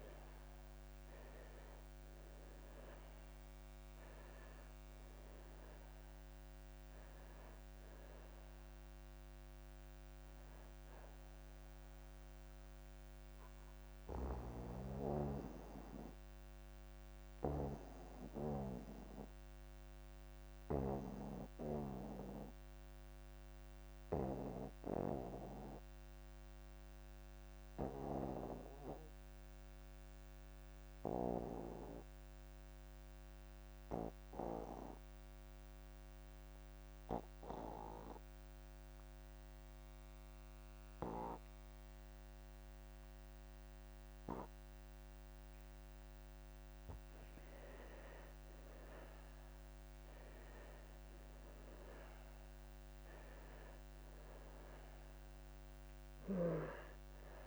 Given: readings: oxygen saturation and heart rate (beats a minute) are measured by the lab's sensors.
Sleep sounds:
breathing in sleep by a microphone on the trachea; 1
0.00-1.00 s: arousal
0.00-29.00 s: oxygen desaturation (device-marked, oxygen 76% lowest)
15.50-46.50 s: obstructive apnea (oxygen 97% before, 76% lowest)
23.50-25.50 s: long interval between heartbeats (device-marked)
41.00-57.47 s: oxygen desaturation (device-marked, oxygen 99% before, 78% lowest)
48.00-51.50 s: arousal
From the record:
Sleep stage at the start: N2 (light sleep); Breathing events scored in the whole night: 305 in 3.8 hours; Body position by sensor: on the back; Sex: male

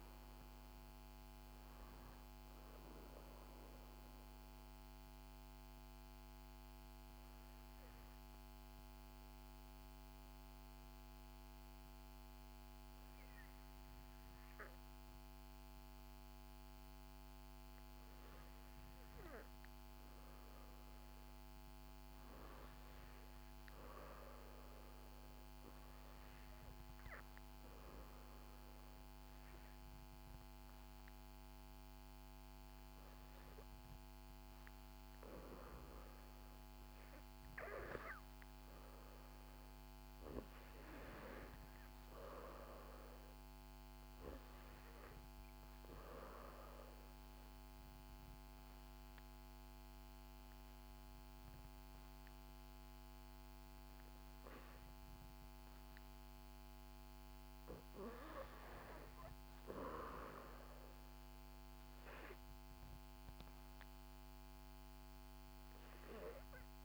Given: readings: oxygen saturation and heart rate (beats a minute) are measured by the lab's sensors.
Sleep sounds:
breathing in sleep by a microphone on the trachea; 2
0.00-11.50 s: oxygen desaturation (device-marked, oxygen 78% lowest, heart rate 59 extreme)
4.50-20.50 s: obstructive apnea (oxygen 88% before, 78% lowest, heart rate 69 before, 59 extreme, up 5 after)
22.50-26.50 s: arousal
28.50-63.50 s: oxygen desaturation (device-marked, oxygen 97% before, 89% lowest, heart rate 62 before, 63 extreme)
46.00-57.00 s: obstructive apnea (oxygen 97% before, 81% lowest, heart rate 66 before, 63 extreme, up 1 after)
61.50-66.85 s: arousal
From the record:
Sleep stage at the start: N2 (light sleep); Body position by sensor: on the back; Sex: female

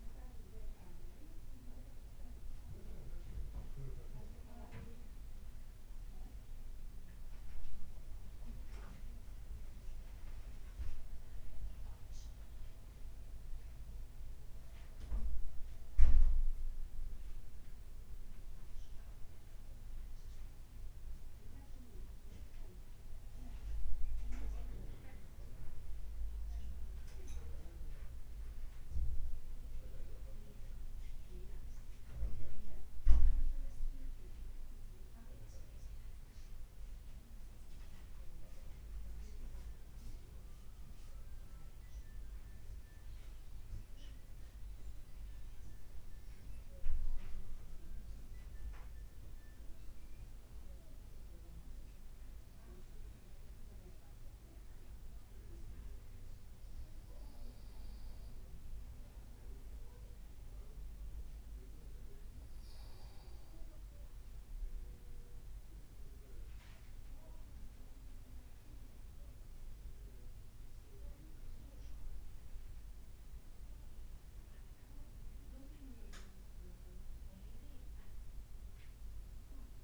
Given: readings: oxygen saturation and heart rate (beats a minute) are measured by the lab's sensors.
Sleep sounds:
breathing in sleep by a room microphone; none
39.00-79.84 s: new sleep stage, N2 (light sleep)
71.50-76.50 s: arousal
From the record:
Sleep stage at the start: N1 (lightest sleep); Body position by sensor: on the back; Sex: male

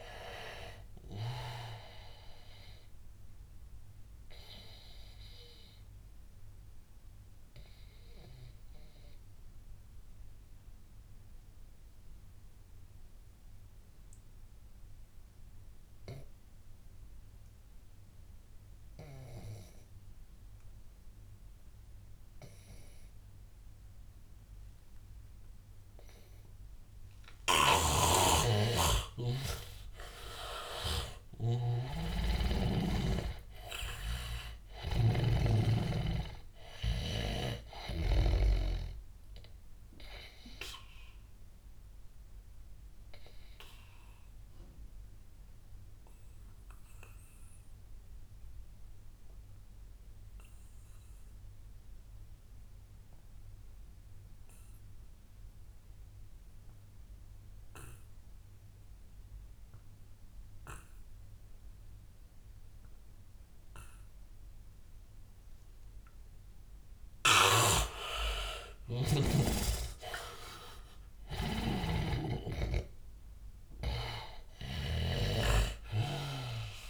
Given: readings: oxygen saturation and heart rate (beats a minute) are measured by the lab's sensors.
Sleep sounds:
breathing in sleep by a room microphone; 2
0.00-14.00 s: oxygen desaturation (device-marked, oxygen 79% lowest, heart rate 82 extreme)
4.50-27.50 s: obstructive apnea (oxygen 100% before, 78% lowest, heart rate 87 before, 82 extreme, up 7 after)
27.50-38.50 s: snoring (device-marked)
29.00-52.00 s: oxygen desaturation (device-marked, oxygen 99% before, 82% lowest, heart rate 87 before, 82 extreme)
30.00-34.00 s: arousal
39.50-66.00 s: obstructive apnea (oxygen 100% before, 78% lowest, heart rate 89 before, 82 extreme, up 12 after)
61.00-76.90 s: oxygen desaturation (device-marked, oxygen 100% before, 78% lowest, heart rate 86 before, 84 extreme)
67.50-75.50 s: snoring (device-marked)
68.00-71.50 s: arousal
From the record:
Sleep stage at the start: N2 (light sleep); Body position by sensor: on the back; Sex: male

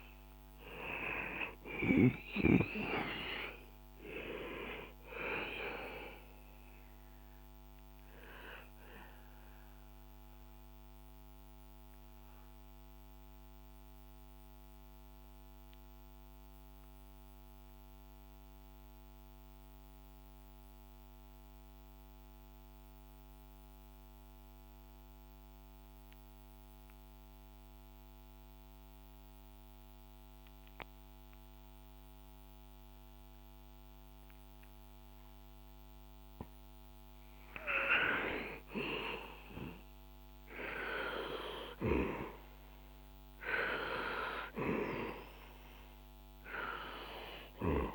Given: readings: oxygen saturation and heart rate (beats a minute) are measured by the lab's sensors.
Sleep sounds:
breathing in sleep by a microphone on the trachea; 1
0.00-26.50 s: oxygen desaturation (device-marked, oxygen 90% lowest, heart rate 64 extreme)
6.00-36.50 s: mixed apnea (oxygen 98% before, 90% lowest, heart rate 68 before, 59 extreme, up 4 after)
39.50-43.50 s: arousal
42.50-47.95 s: oxygen desaturation (device-marked, oxygen 97% before, 90% lowest, heart rate 67 before, 59 extreme)
From the record:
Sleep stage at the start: N2 (light sleep); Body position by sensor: on the back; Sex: male

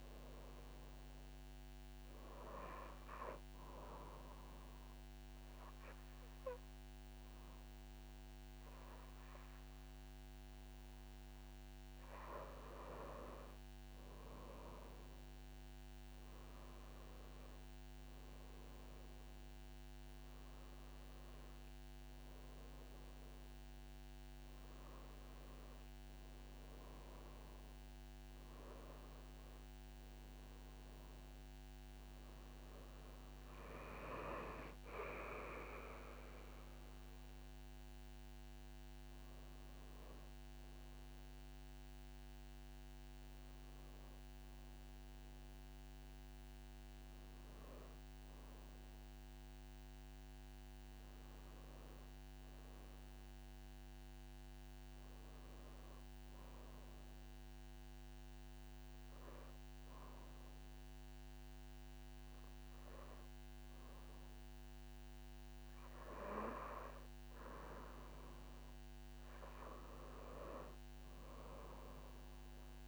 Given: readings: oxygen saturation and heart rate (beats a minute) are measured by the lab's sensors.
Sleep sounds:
breathing in sleep by a microphone on the trachea; 2
0.00-1.00 s: arousal
2.50-13.00 s: obstructive apnea (oxygen 96% before, 91% lowest)
14.00-17.00 s: arousal
22.00-39.00 s: oxygen desaturation (device-marked, oxygen 94% before, 91% lowest)
50.00-53.00 s: arousal
56.50-68.00 s: obstructive apnea (oxygen 96% before, 92% lowest)
70.00-72.88 s: arousal
From the record:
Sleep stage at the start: N2 (light sleep); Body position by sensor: on the back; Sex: female

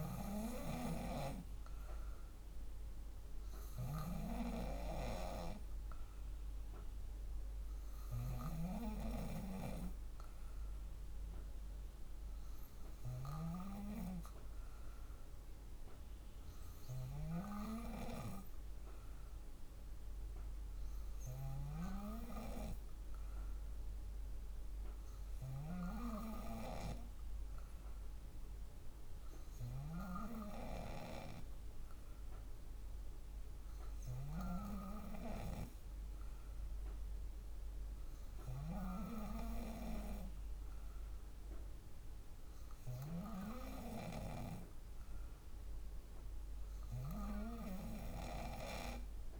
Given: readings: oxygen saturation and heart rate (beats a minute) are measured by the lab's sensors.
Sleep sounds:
breathing in sleep by a room microphone; none
none scored
From the record:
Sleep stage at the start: N2 (light sleep); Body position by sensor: on the back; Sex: female

